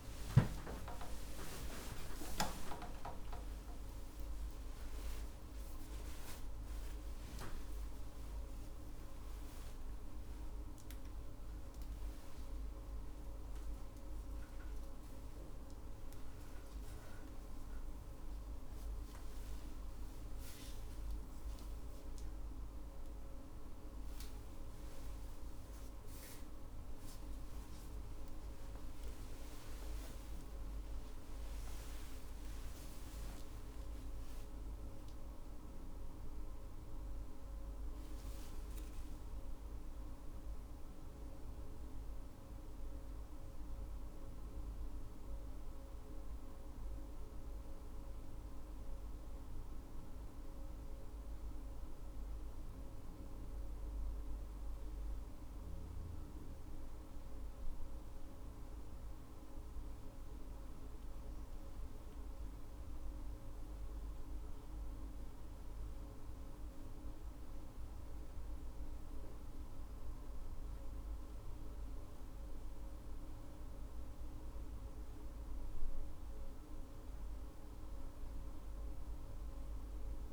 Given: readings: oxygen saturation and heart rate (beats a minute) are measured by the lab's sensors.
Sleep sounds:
a person awake in a sleep study, hard to hear, by a room microphone; none
0.00-11.00 s: oxygen desaturation (device-marked, oxygen 94% lowest, heart rate 76 extreme)
28.00-31.00 s: oxygen desaturation (device-marked, oxygen 99% before, 96% lowest, heart rate 110 before, 54 extreme)
55.00-80.33 s: new sleep stage, N2 (light sleep)
From the record:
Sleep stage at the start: awake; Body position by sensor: on the right side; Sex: female

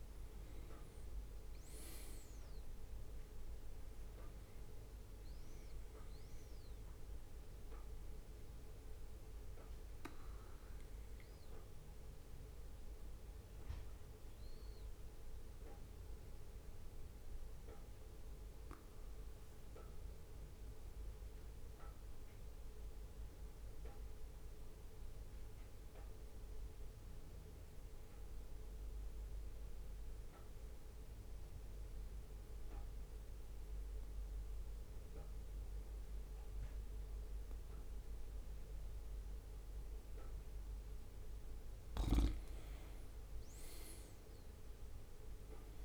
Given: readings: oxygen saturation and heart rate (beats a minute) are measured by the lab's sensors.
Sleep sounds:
breathing in sleep, hard to hear, by a room microphone; 1
0.00-29.00 s: oxygen desaturation (device-marked, oxygen 94% lowest, heart rate 66 extreme)
5.00-45.85 s: new sleep stage, N2 (light sleep)
19.50-40.50 s: obstructive apnea (oxygen 99% before, 93% lowest, heart rate 70 before, 63 extreme, up 5 after)
41.00-45.85 s: oxygen desaturation (device-marked, oxygen 97% before, 93% lowest, heart rate 69 before, 63 extreme)
44.00-45.85 s: arousal
From the record:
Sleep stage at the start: N1 (lightest sleep); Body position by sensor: on the right side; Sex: male

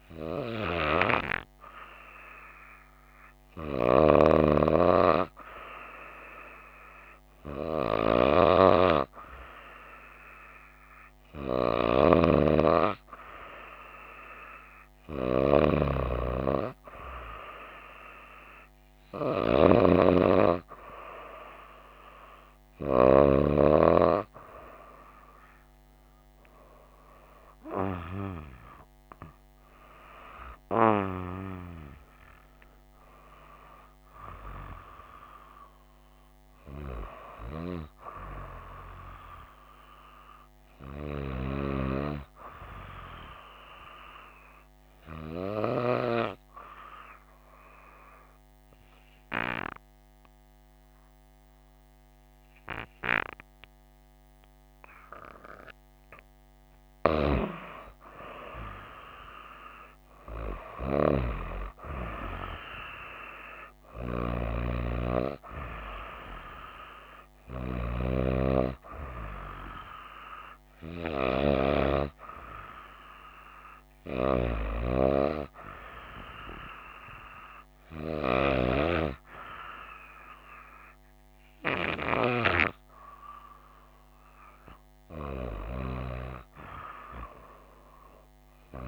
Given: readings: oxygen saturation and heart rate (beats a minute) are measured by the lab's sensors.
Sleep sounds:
breathing in sleep by a microphone on the trachea; 1
29.00-33.50 s: arousal
47.00-57.50 s: obstructive apnea (oxygen 96% before, 93% lowest, heart rate 64 before, 58 extreme, up 2 after)
55.50-77.50 s: oxygen desaturation (device-marked, oxygen 96% before, 93% lowest, heart rate 62 before, 56 extreme)
59.50-63.50 s: arousal
From the record:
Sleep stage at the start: N2 (light sleep); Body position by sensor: on the right side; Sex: female

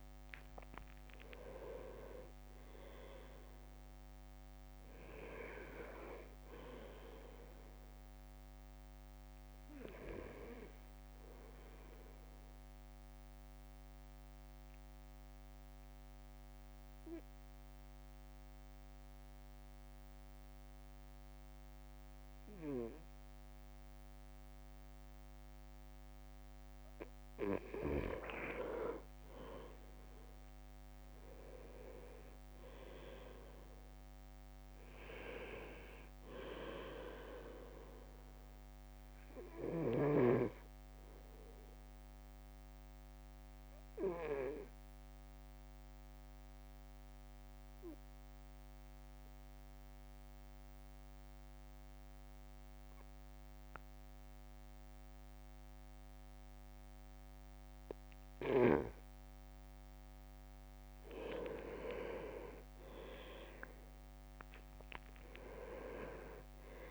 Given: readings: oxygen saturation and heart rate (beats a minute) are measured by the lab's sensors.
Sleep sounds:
breathing in sleep by a microphone on the trachea; 2
0.00-2.50 s: arousal
0.00-9.50 s: drop in pulse transit time (device-marked, heart rate 56 extreme)
1.50-4.00 s: leg movement (device-marked)
11.50-28.50 s: obstructive apnea (oxygen 98% before, 96% lowest, heart rate 57 before, 50 extreme, up 4 after)
28.50-30.50 s: leg movement (device-marked)
30.50-33.50 s: arousal
41.00-59.00 s: obstructive apnea (oxygen 99% before, 96% lowest, heart rate 54 before, 50 extreme, up 7 after)
61.50-66.91 s: drop in pulse transit time (device-marked, heart rate 53 before, 54 extreme)
62.00-63.50 s: leg movement (device-marked)
62.50-66.50 s: arousal
From the record:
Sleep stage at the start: N2 (light sleep); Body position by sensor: on the right side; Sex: male

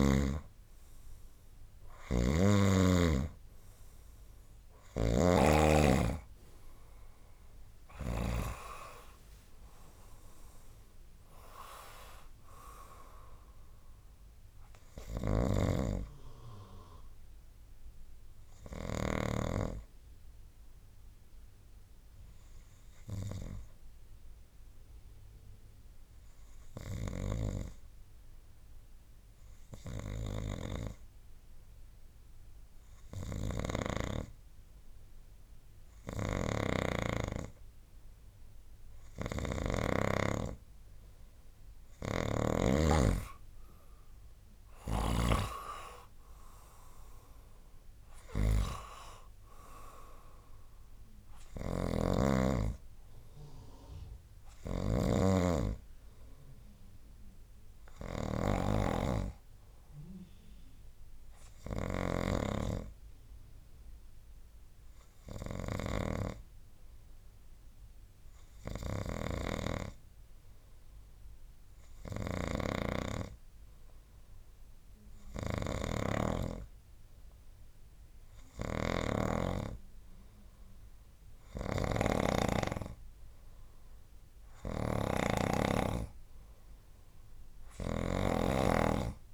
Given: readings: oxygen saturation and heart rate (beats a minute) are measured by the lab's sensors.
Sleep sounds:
breathing in sleep by a room microphone; 1
0.00-2.50 s: arousal
0.00-8.50 s: snoring (device-marked)
8.00-36.00 s: oxygen desaturation (device-marked, oxygen 97% before, 92% lowest, heart rate 69 before, 60 extreme)
15.00-19.50 s: snoring (device-marked)
16.00-39.50 s: hypopnea (oxygen 97% before, 92% lowest, heart rate 73 before, 60 extreme, up 12 after)
36.00-45.50 s: snoring (device-marked)
44.00-47.00 s: arousal
51.50-62.50 s: snoring (device-marked)
69.00-76.50 s: snoring (device-marked)
78.50-85.50 s: snoring (device-marked)
87.50-89.34 s: snoring (device-marked)
From the record:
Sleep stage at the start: N2 (light sleep); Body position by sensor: on the right side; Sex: male

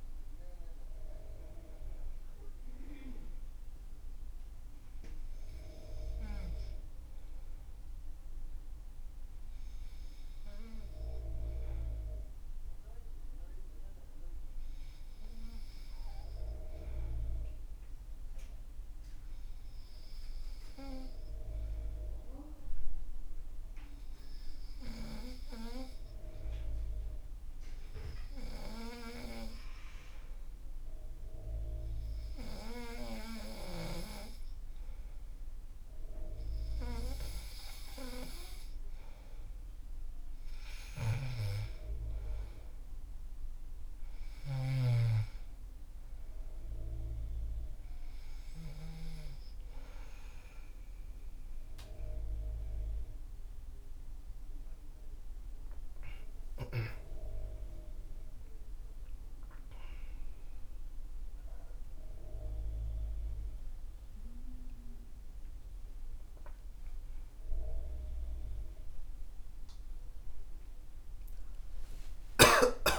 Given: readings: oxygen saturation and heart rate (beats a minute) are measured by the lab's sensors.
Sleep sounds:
breathing in sleep by a room microphone; 1
6.00-9.50 s: arousal
11.50-35.50 s: hypopnea (oxygen 98% before, 94% lowest, heart rate 79 before, 65 extreme, up 5 after)
30.50-47.50 s: oxygen desaturation (device-marked, oxygen 98% before, 94% lowest, heart rate 69 before, 66 extreme)
38.00-41.50 s: arousal
59.50-72.99 s: new sleep stage, awake
From the record:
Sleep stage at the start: N2 (light sleep); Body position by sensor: on the back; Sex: male

